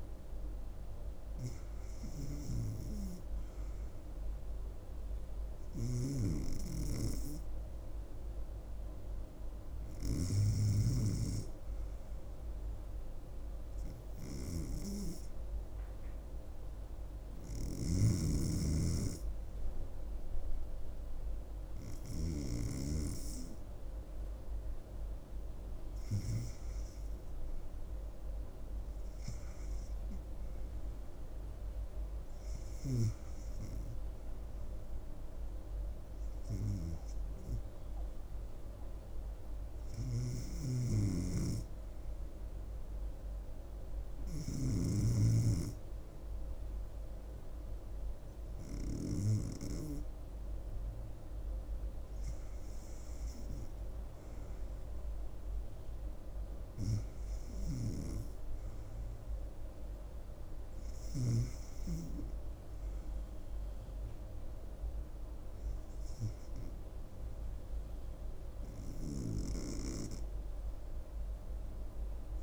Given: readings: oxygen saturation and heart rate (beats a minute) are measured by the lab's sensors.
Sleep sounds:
breathing in sleep by a room microphone; none
40.50-45.50 s: snoring (device-marked)
From the record:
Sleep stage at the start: REM sleep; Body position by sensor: on the back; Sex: female

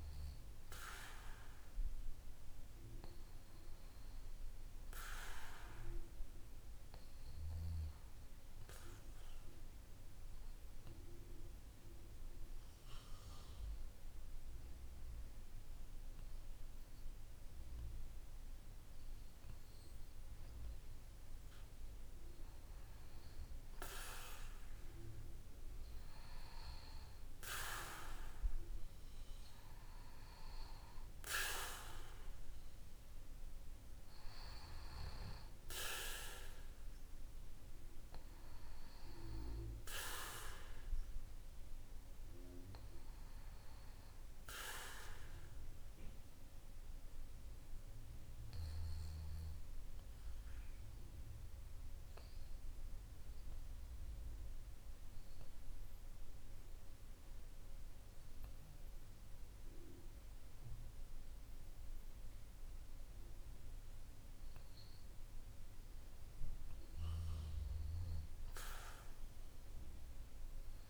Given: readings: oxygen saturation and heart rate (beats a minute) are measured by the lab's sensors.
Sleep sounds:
breathing in sleep by a room microphone; 2
10.00-20.50 s: hypopnea (oxygen 96% before, 93% lowest, heart rate 57 before, 55 extreme, up 3 after)
26.50-30.50 s: arousal
50.50-65.00 s: obstructive apnea (oxygen 95% before, 92% lowest, heart rate 60 before, 49 extreme, up 0 after)
From the record:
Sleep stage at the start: N1 (lightest sleep); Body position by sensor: on the back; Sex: male

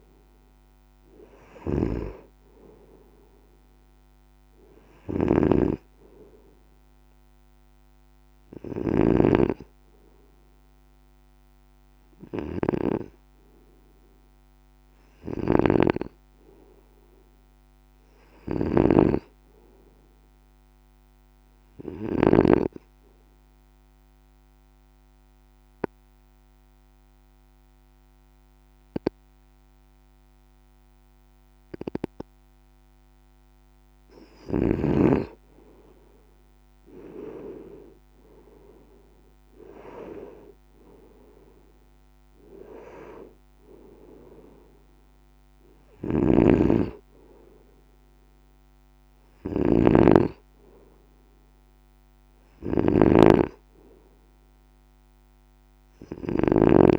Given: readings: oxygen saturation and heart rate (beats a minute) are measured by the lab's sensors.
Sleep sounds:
breathing in sleep by a microphone on the trachea; 1
0.00-9.00 s: snoring (device-marked)
0.00-16.50 s: oxygen desaturation (device-marked, oxygen 92% lowest, heart rate 55 extreme)
15.50-22.50 s: snoring (device-marked)
17.50-20.00 s: arousal
23.00-34.00 s: obstructive apnea (oxygen 96% before, 92% lowest, heart rate 58 before, 54 extreme, up 6 after)
35.00-38.00 s: arousal
46.00-56.99 s: snoring (device-marked)
From the record:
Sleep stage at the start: N2 (light sleep); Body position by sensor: on the right side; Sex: male

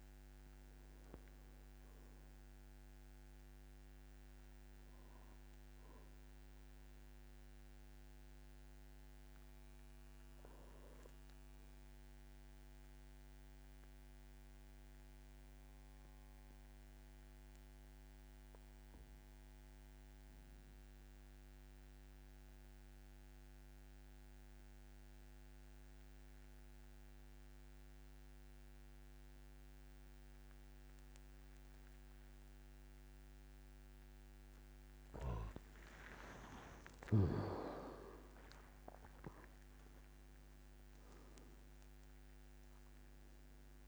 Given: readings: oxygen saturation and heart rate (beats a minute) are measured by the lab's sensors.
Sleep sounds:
breathing in sleep by a microphone on the trachea; 1
0.00-19.00 s: oxygen desaturation (device-marked, oxygen 94% lowest, heart rate 49 extreme)
13.50-34.50 s: obstructive apnea (oxygen 99% before, 89% lowest, heart rate 54 before, 48 extreme)
33.00-43.88 s: oxygen desaturation (device-marked, oxygen 98% before, 89% lowest, heart rate 51 before, 47 extreme)
35.00-40.00 s: tachycardia (device-marked, heart rate 56 before, 110 extreme)
36.00-40.50 s: arousal
36.50-38.50 s: long interval between heartbeats (device-marked, heart rate 51 before, 74 extreme)
38.50-40.50 s: long interval between heartbeats (device-marked, heart rate 54 before, 105 extreme)
From the record:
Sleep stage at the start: N2 (light sleep); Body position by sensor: on the back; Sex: male

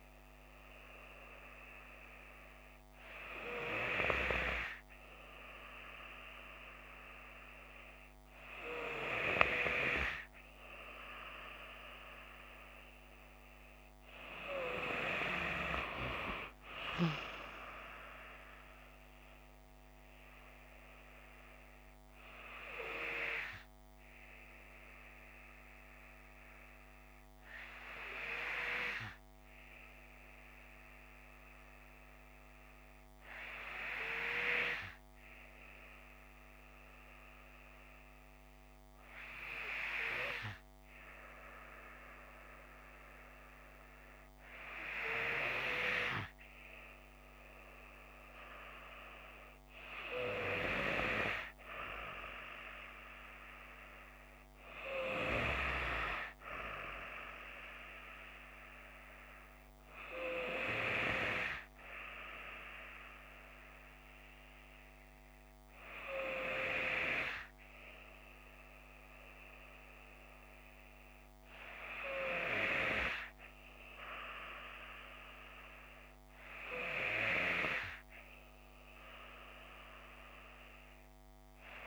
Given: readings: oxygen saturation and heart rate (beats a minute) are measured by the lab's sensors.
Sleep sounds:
breathing in sleep by a microphone on the trachea; 1
16.50-20.00 s: arousal
19.00-49.00 s: new sleep stage, N3 (deep sleep)
23.50-44.00 s: hypopnea (oxygen 95% before, 94% lowest)
45.00-48.50 s: arousal
49.00-81.87 s: new sleep stage, N2 (light sleep)
From the record:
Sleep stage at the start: N2 (light sleep); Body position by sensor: on the left side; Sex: female

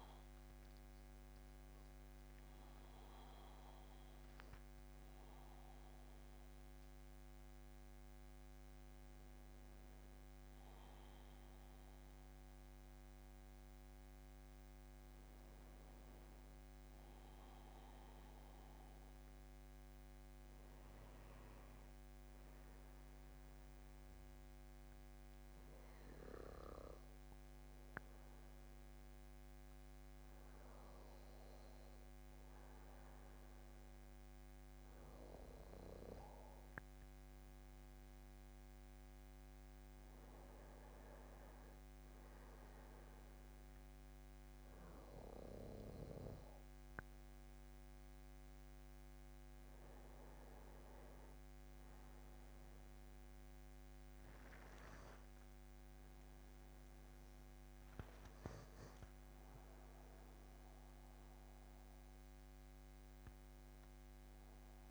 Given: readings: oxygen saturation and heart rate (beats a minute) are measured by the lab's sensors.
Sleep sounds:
breathing in sleep, hard to hear, by a microphone on the trachea; 1
0.00-8.00 s: oxygen desaturation (device-marked, oxygen 90% lowest, heart rate 73 extreme)
16.50-19.00 s: arousal
23.00-36.50 s: hypopnea (oxygen 99% before, 96% lowest, heart rate 77 before, 74 extreme, up 6 after)
56.50-61.00 s: arousal
From the record:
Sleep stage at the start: N2 (light sleep); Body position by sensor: on the back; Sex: male

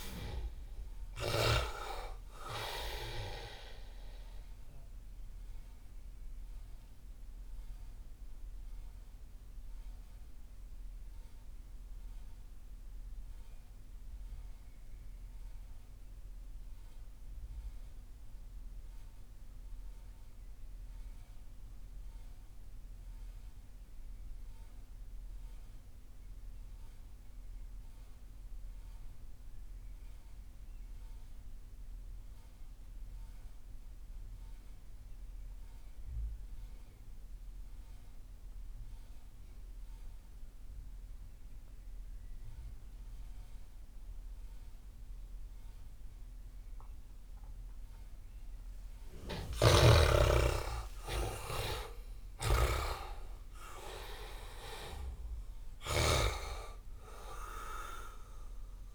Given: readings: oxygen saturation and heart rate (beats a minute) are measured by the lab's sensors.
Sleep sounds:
breathing in sleep by a room microphone; 1
0.00-22.00 s: oxygen desaturation (device-marked, oxygen 69% lowest)
6.50-49.00 s: mixed apnea (oxygen 98% before, 69% lowest)
37.00-58.95 s: oxygen desaturation (device-marked, oxygen 97% before, 71% lowest)
49.00-56.00 s: snoring (device-marked)
49.50-53.50 s: arousal
From the record:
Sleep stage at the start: REM sleep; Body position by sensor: on the back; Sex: male

